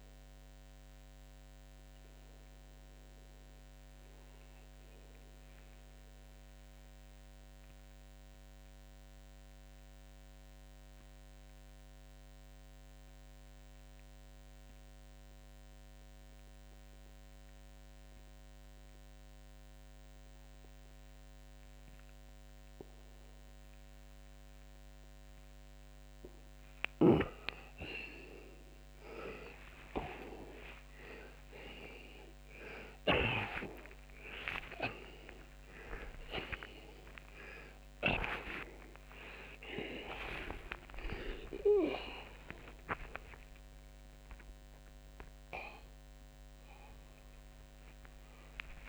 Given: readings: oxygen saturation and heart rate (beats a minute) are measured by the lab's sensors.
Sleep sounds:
a person partly awake in a sleep study, by a microphone on the trachea; 1
1.50-25.50 s: mixed apnea (oxygen 89% before, 80% lowest, heart rate 93 before, 61 extreme, up 42 after)
15.00-33.00 s: oxygen desaturation (device-marked, oxygen 89% before, 80% lowest, heart rate 64 before, 62 extreme)
32.50-38.00 s: snoring (device-marked)
35.00-48.89 s: new sleep stage, awake
From the record:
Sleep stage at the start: N2 (light sleep); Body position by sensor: on the back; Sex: male

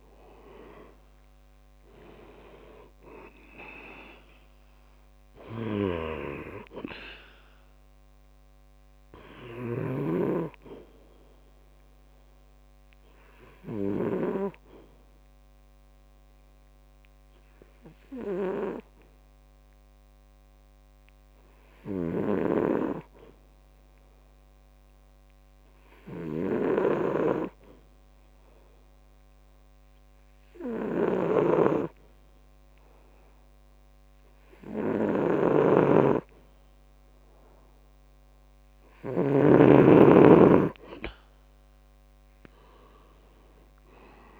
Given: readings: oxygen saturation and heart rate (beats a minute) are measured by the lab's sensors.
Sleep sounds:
breathing in sleep by a microphone on the trachea; 1
0.00-25.50 s: oxygen desaturation (device-marked, oxygen 93% lowest, heart rate 64 extreme)
10.50-38.00 s: obstructive apnea (oxygen 99% before, 90% lowest, heart rate 70 before, 65 extreme, up 8 after)
38.50-44.40 s: oxygen desaturation (device-marked, oxygen 98% before, 90% lowest, heart rate 67 before, 65 extreme)
42.50-44.40 s: arousal
From the record:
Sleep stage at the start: N2 (light sleep); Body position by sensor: on the back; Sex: male

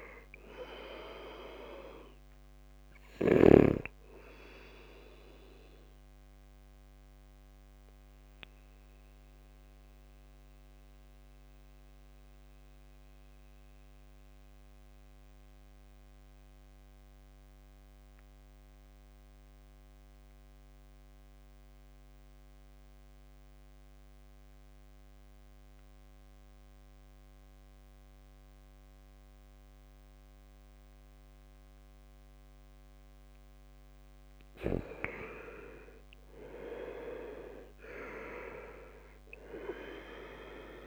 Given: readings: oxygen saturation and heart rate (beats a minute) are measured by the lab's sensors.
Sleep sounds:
breathing in sleep by a microphone on the trachea; 1
0.00-23.50 s: oxygen desaturation (device-marked, oxygen 79% lowest, heart rate 66 extreme)
5.50-33.50 s: mixed apnea (oxygen 98% before, 79% lowest, heart rate 69 before, 66 extreme, up 7 after)
33.50-40.87 s: oxygen desaturation (device-marked, oxygen 98% before, 82% lowest, heart rate 70 before, 66 extreme)
36.00-40.00 s: arousal
From the record:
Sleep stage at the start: N2 (light sleep); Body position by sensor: on the back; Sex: male

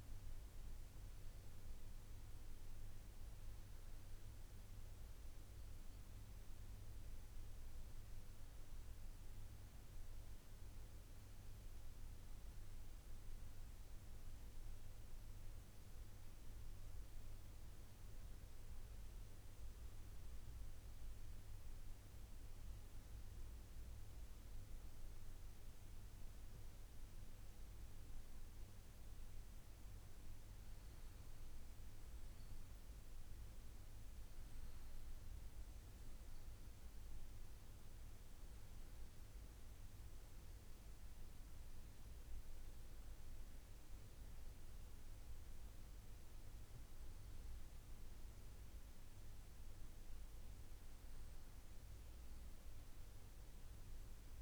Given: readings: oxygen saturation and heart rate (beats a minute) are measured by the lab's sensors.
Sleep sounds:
breathing in sleep, hard to hear, by a room microphone; 1
18.50-29.00 s: obstructive apnea (oxygen 96% before, 94% lowest, heart rate 69 before, 63 extreme, up 6 after)
31.00-35.00 s: arousal
44.00-54.42 s: new sleep stage, N1 (lightest sleep)
From the record:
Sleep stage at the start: N2 (light sleep); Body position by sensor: on the back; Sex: male

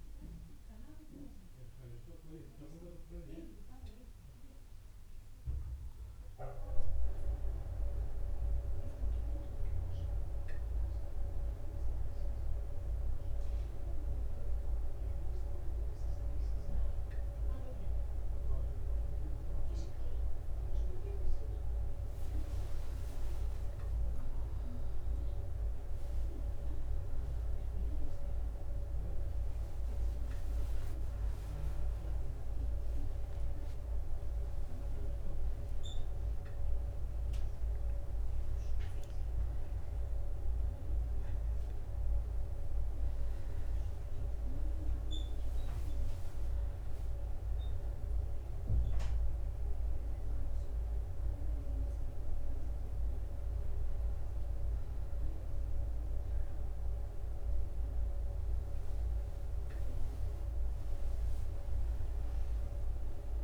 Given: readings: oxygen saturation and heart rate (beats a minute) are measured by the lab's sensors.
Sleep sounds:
a person awake in a sleep study, by a room microphone; none
none scored
From the record:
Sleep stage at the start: awake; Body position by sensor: on the back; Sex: male

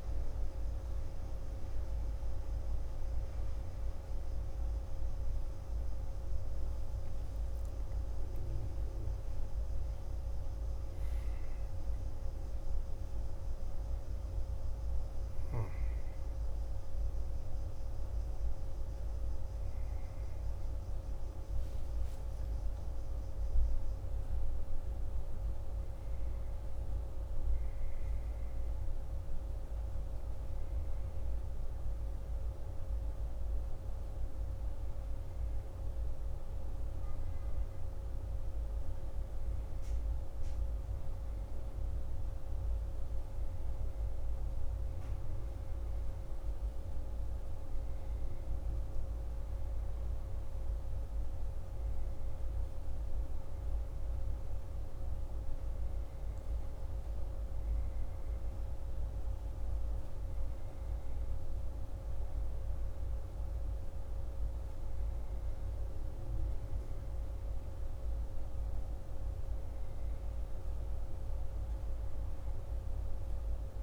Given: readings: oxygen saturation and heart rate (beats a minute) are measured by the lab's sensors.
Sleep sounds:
breathing in sleep, hard to hear, by a room microphone; none
18.50-22.50 s: arousal
From the record:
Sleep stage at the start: N1 (lightest sleep); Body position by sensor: on the back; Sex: male

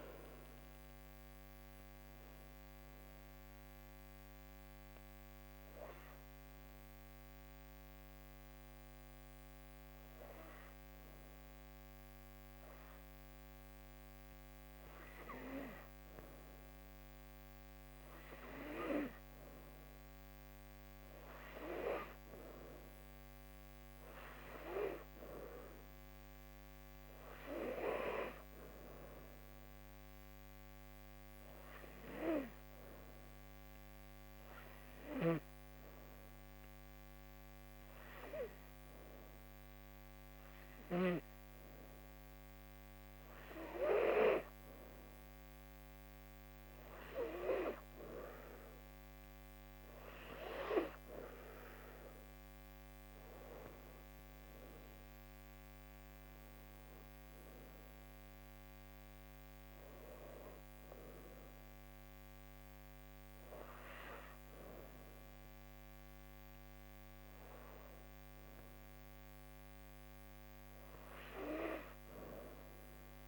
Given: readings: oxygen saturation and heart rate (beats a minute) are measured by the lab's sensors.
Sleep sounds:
breathing in sleep by a microphone on the trachea; 2
6.00-16.50 s: obstructive apnea (oxygen 95% before, 89% lowest, heart rate 83 before, 76 extreme, up 6 after)
20.00-23.00 s: arousal
30.00-45.00 s: hypopnea (oxygen 97% before, 89% lowest, heart rate 80 before, 78 extreme, up 6 after)
45.50-64.50 s: oxygen desaturation (device-marked, oxygen 94% before, 89% lowest, heart rate 83 before, 78 extreme)
48.50-52.00 s: arousal
From the record:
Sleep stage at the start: N2 (light sleep); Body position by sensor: on the back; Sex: female

